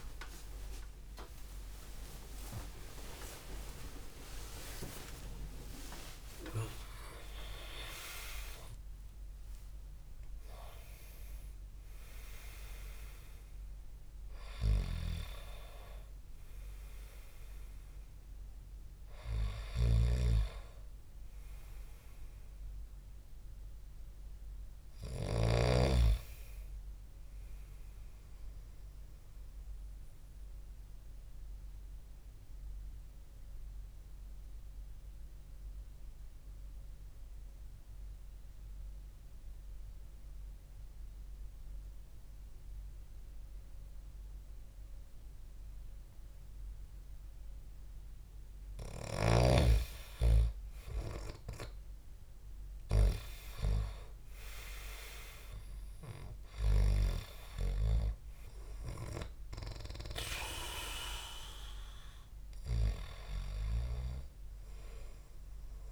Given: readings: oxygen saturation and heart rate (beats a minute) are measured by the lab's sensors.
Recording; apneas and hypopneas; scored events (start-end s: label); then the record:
breathing in sleep by a room microphone; 1
0.00-1.00 s: arousal
2.50-25.50 s: oxygen desaturation (device-marked, oxygen 98% before, 91% lowest, heart rate 67 before, 54 extreme)
6.00-8.00 s: long interval between heartbeats (device-marked, heart rate 69 before, 105 extreme)
20.00-26.00 s: snoring (device-marked)
25.00-28.50 s: arousal
31.00-50.00 s: obstructive apnea (oxygen 99% before, 92% lowest, heart rate 79 before, 54 extreme, up 3 after)
51.50-56.00 s: arousal
51.50-65.92 s: oxygen desaturation (device-marked, oxygen 98% before, 92% lowest, heart rate 60 before, 51 extreme)
From the record:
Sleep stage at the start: REM sleep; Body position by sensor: on the back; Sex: male